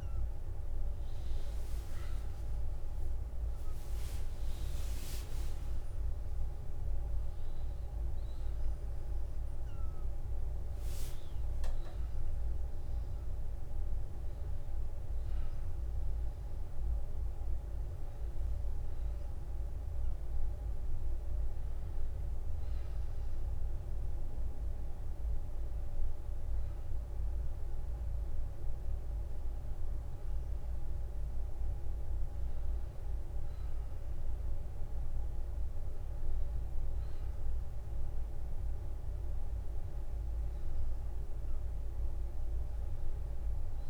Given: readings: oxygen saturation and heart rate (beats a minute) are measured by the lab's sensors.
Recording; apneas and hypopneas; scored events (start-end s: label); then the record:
breathing in sleep, hard to hear, by a room microphone; none
0.50-4.50 s: arousal
From the record:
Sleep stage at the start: N1 (lightest sleep); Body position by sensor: on the back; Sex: male